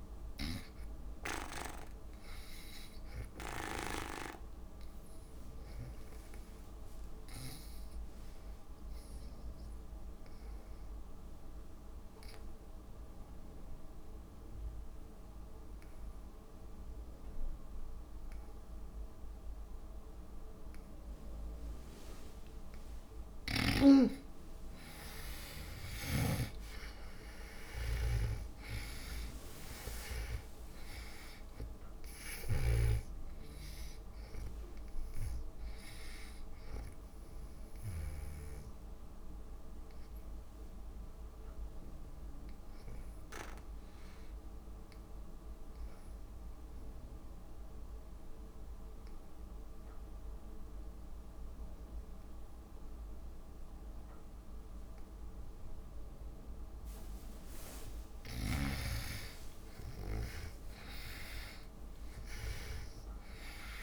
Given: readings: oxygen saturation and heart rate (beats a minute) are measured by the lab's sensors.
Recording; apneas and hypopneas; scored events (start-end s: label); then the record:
breathing in sleep by a room microphone; 2
5.50-13.50 s: oxygen desaturation (device-marked, oxygen 94% before, 85% lowest)
9.50-24.50 s: obstructive apnea (oxygen 97% before, 71% lowest)
20.50-49.50 s: oxygen desaturation (device-marked, oxygen 96% before, 71% lowest)
23.50-39.00 s: snoring (device-marked)
25.50-29.00 s: arousal
45.00-58.50 s: obstructive apnea (oxygen 96% before, 72% lowest)
60.00-63.50 s: arousal
From the record:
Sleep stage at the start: N2 (light sleep); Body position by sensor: on the back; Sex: female